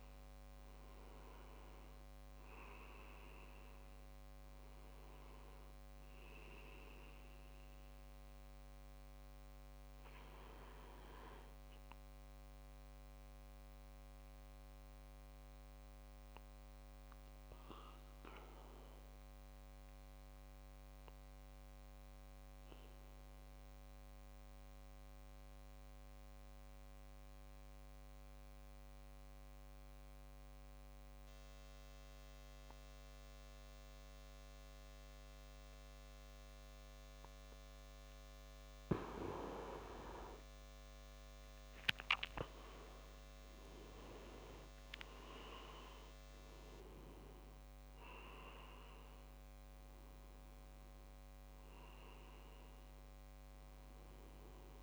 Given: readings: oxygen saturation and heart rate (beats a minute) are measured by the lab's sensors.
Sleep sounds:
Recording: breathing in sleep by a microphone on the trachea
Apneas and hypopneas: 1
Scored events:
0.00-22.50 s: oxygen desaturation (device-marked, oxygen 90% lowest)
13.00-38.00 s: obstructive apnea (oxygen 96% before, 90% lowest)
41.00-45.50 s: arousal
41.50-54.83 s: oxygen desaturation (device-marked, oxygen 98% before, 92% lowest)
42.00-48.00 s: leg movement (device-marked)
From the record:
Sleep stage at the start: N2 (light sleep)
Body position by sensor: on the back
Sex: male

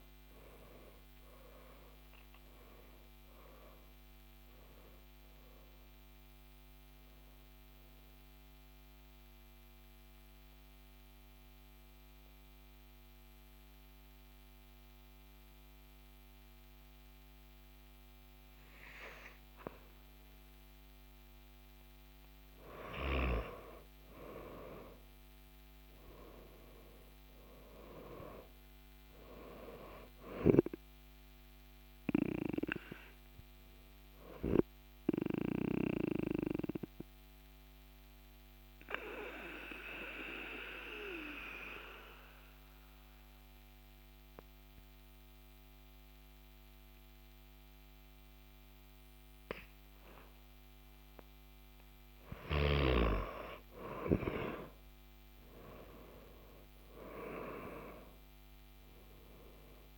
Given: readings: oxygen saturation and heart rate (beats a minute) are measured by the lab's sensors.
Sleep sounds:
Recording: breathing in sleep by a microphone on the trachea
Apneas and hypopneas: 2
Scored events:
9.00-23.00 s: mixed apnea (oxygen 97% before, 94% lowest, heart rate 71 before, 49 extreme, up 11 after)
24.00-28.50 s: arousal
34.50-51.00 s: obstructive apnea (oxygen 98% before, 94% lowest, heart rate 57 before, 48 extreme, up 15 after)
50.00-59.97 s: oxygen desaturation (device-marked, oxygen 98% before, 94% lowest, heart rate 52 before, 48 extreme)
54.50-59.50 s: arousal
From the record:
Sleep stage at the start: N2 (light sleep)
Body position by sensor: on the back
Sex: male

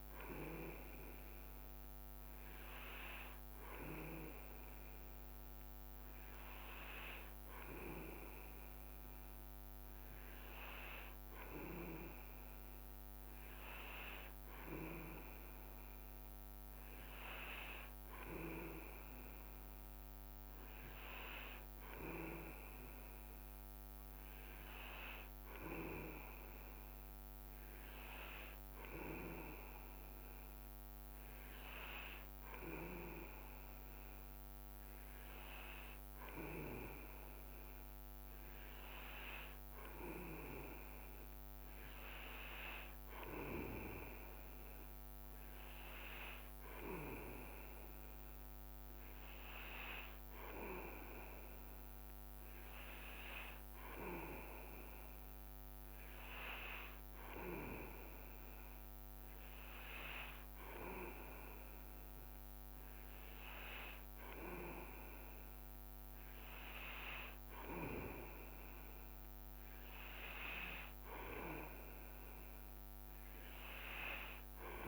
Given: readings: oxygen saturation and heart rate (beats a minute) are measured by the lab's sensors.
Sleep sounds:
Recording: breathing in sleep by a microphone on the trachea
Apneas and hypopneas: none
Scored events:
21.00-29.50 s: leg movement (device-marked)
30.00-39.00 s: leg movement (device-marked)
47.50-57.00 s: leg movement (device-marked)
66.00-73.00 s: leg movement (device-marked)
From the record:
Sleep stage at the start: N2 (light sleep)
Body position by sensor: on the back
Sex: male

